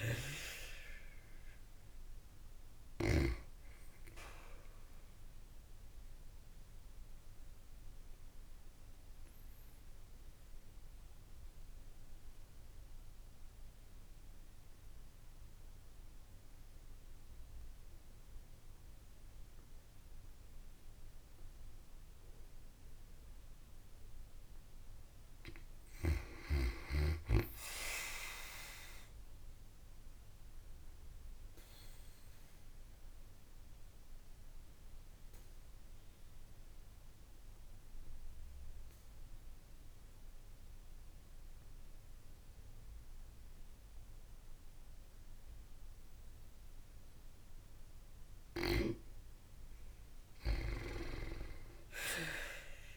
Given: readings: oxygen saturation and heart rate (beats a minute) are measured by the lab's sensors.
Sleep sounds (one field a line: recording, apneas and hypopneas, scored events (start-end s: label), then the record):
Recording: breathing in sleep by a room microphone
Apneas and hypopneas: 2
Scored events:
0.00-4.00 s: oxygen desaturation (device-marked, oxygen 89% lowest, heart rate 53 extreme)
5.00-23.50 s: obstructive apnea (oxygen 95% before, 88% lowest, heart rate 57 before, 52 extreme, up 1 after)
25.50-28.50 s: arousal
31.00-47.50 s: obstructive apnea (oxygen 96% before, 86% lowest, heart rate 55 before, 55 extreme, up 13 after)
31.00-52.97 s: oxygen desaturation (device-marked, oxygen 96% before, 88% lowest, heart rate 55 before, 55 extreme)
51.50-52.97 s: arousal
From the record:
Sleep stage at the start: N2 (light sleep)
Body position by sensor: on the back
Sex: female